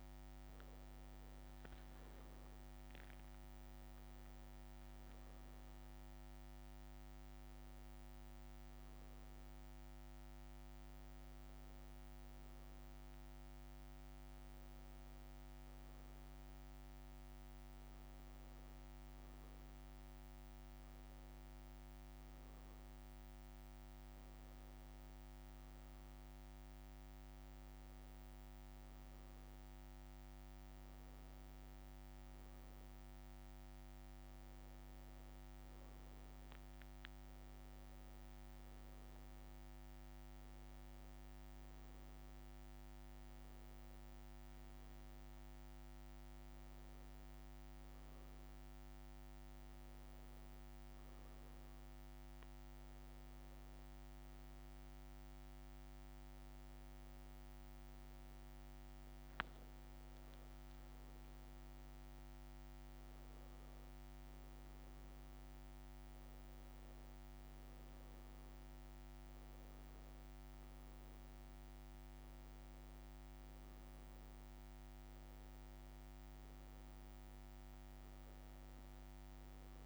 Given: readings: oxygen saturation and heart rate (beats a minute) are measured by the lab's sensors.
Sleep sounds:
breathing in sleep, hard to hear, by a microphone on the trachea; none
none scored
From the record:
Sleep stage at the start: N2 (light sleep); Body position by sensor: on the back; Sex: male

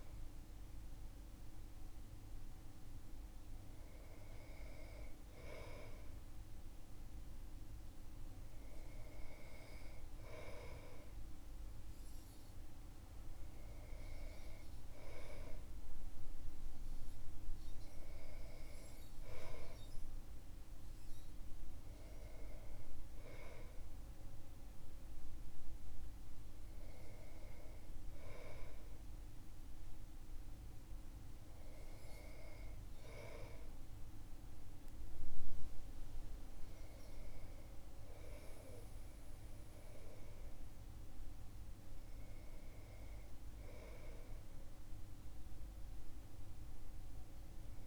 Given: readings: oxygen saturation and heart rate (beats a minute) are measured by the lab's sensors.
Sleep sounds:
breathing in sleep by a room microphone; none
none scored
From the record:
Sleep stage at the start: N2 (light sleep); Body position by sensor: on the back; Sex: male

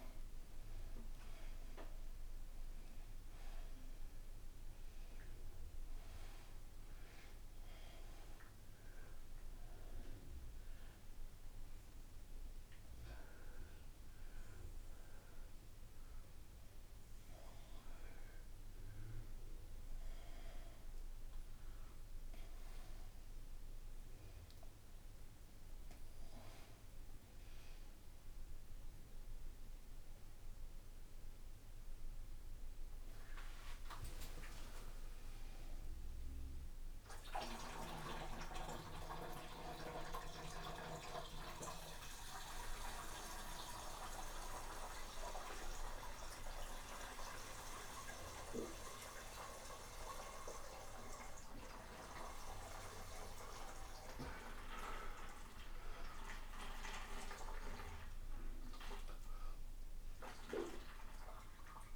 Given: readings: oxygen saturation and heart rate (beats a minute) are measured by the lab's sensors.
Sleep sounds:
a person awake in a sleep study, by a room microphone; none
none scored
From the record:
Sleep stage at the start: awake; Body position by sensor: on the front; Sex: male

